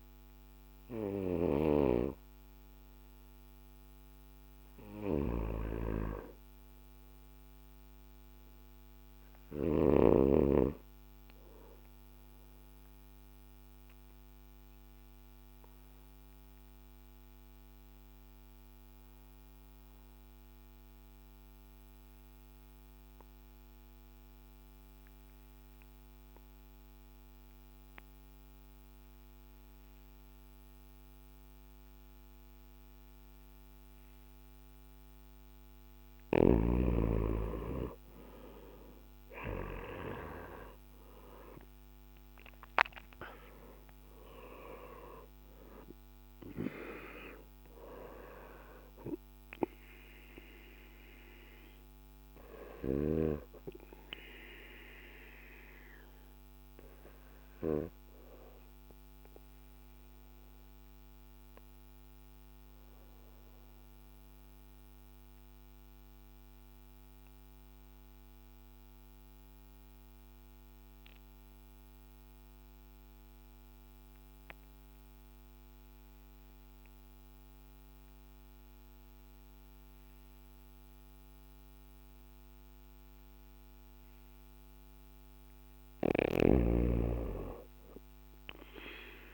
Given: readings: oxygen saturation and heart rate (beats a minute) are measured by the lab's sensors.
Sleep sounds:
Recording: breathing in sleep by a microphone on the trachea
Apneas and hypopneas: 2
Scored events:
0.00-7.50 s: oxygen desaturation (device-marked, oxygen 92% lowest, heart rate 54 extreme)
7.50-11.50 s: arousal
13.50-35.00 s: obstructive apnea (oxygen 95% before, 87% lowest, heart rate 58 before, 54 extreme, up 9 after)
38.00-41.50 s: arousal
50.50-84.50 s: obstructive apnea (oxygen 93% before, 87% lowest, heart rate 60 before, 55 extreme, up 5 after)
52.50-71.50 s: oxygen desaturation (device-marked, oxygen 93% before, 87% lowest, heart rate 60 before, 55 extreme)
87.50-89.34 s: arousal
From the record:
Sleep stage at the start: N2 (light sleep)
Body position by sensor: on the back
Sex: male

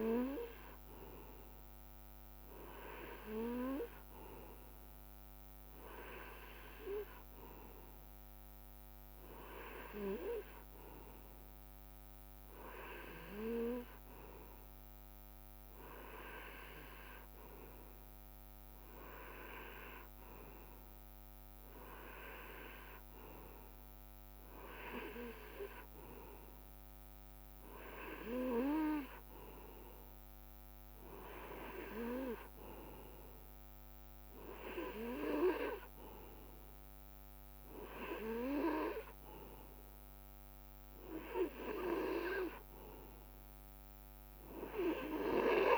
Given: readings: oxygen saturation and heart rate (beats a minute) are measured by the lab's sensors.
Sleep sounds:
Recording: breathing in sleep by a microphone on the trachea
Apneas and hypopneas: none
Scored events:
none scored
From the record:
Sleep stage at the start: N2 (light sleep)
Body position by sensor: on the right side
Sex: male

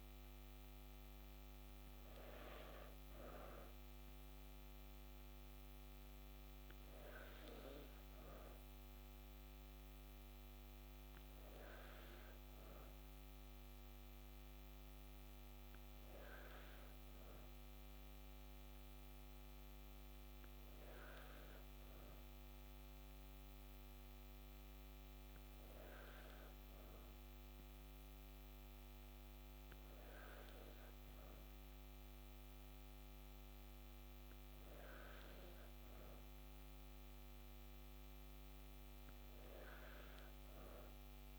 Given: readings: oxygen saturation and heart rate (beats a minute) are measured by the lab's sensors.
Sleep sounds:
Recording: breathing in sleep, hard to hear, by a microphone on the trachea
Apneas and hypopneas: none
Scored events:
none scored
From the record:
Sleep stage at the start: N2 (light sleep)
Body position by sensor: on the back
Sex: female

